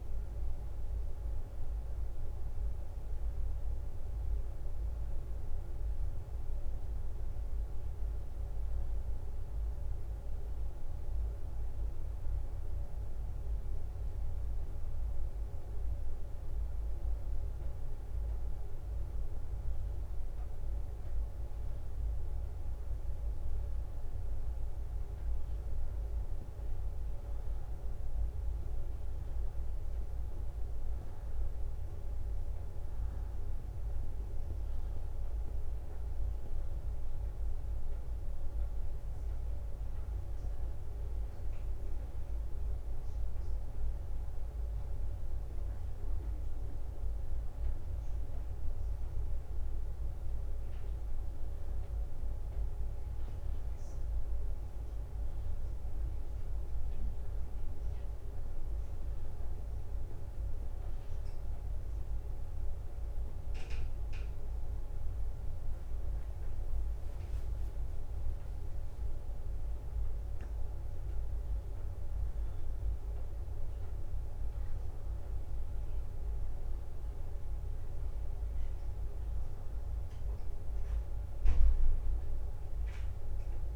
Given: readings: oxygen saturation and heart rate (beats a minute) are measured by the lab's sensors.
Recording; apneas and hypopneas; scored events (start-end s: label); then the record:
a person awake in a sleep study, hard to hear, by a room microphone; none
66.50-69.50 s: leg movement (device-marked)
69.00-79.00 s: drop in pulse transit time (device-marked, heart rate 63 before, 64 extreme)
From the record:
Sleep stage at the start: awake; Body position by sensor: on the back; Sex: female